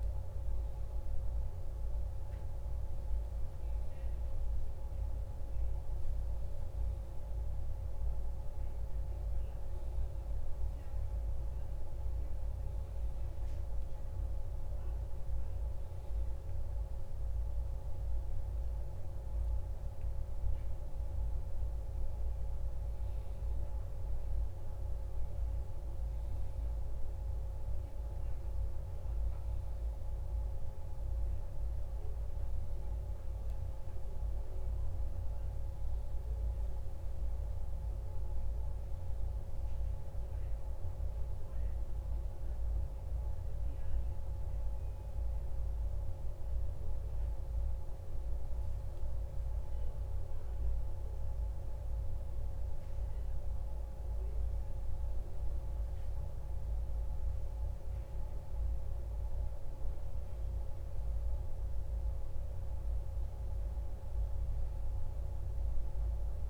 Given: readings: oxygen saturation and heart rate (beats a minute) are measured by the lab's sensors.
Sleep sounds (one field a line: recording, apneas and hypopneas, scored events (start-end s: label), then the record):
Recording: breathing in sleep, hard to hear, by a room microphone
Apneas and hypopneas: none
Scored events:
18.00-22.50 s: arousal
From the record:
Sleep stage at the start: N1 (lightest sleep)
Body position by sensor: on the back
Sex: male